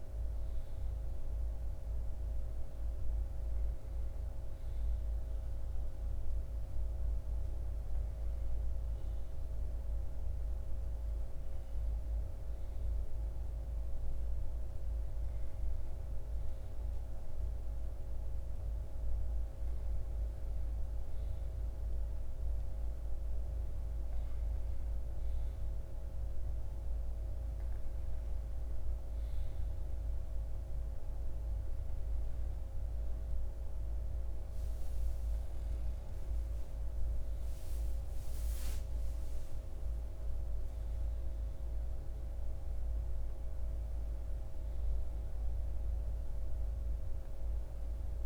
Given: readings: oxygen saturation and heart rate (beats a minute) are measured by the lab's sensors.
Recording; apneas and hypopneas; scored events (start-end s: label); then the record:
breathing in sleep, hard to hear, by a room microphone; none
none scored
From the record:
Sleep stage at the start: N2 (light sleep); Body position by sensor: on the right side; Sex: male